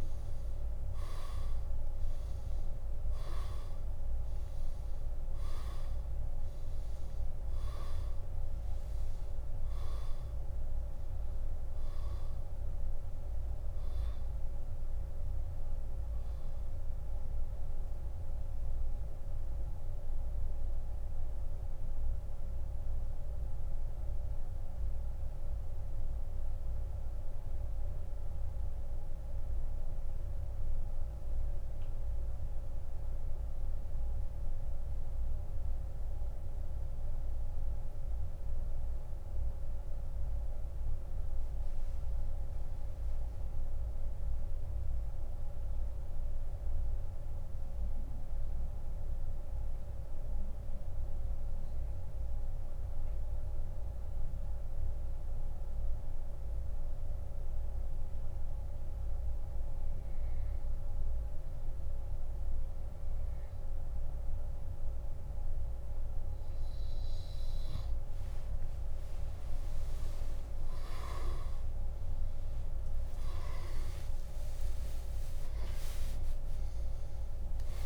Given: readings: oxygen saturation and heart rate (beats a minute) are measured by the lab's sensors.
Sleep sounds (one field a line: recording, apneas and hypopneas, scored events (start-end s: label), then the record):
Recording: breathing in sleep, hard to hear, by a room microphone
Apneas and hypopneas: 1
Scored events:
21.50-66.00 s: mixed apnea (oxygen 98% before, 85% lowest, heart rate 84 before, 62 extreme, up 43 after)
46.00-56.00 s: oxygen desaturation (device-marked, oxygen 95% before, 87% lowest, heart rate 72 before, 64 extreme)
72.00-77.86 s: oxygen desaturation (device-marked, oxygen 98% before, 85% lowest, heart rate 73 before, 57 extreme)
73.50-77.86 s: arousal
From the record:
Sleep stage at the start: N2 (light sleep)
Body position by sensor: on the back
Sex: male